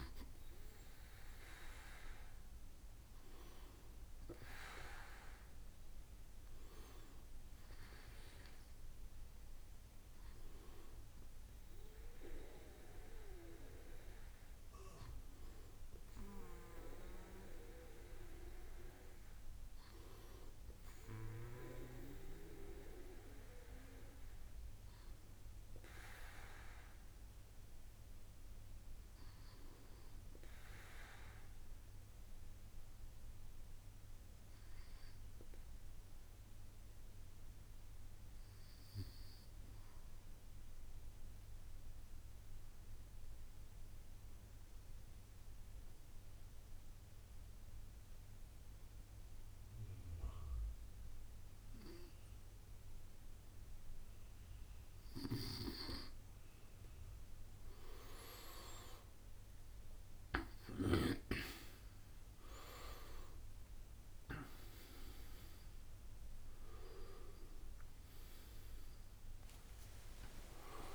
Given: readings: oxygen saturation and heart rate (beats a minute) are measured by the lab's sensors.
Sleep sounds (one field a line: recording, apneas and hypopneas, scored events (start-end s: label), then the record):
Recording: breathing in sleep by a room microphone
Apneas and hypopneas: 1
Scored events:
2.50-7.00 s: arousal
32.50-34.50 s: bradycardia (device-marked, heart rate 69 before, 57 extreme)
33.00-52.50 s: obstructive apnea (oxygen 98% before, 95% lowest, heart rate 69 before, 61 extreme, up 6 after)
From the record:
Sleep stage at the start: N2 (light sleep)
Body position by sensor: on the back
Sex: male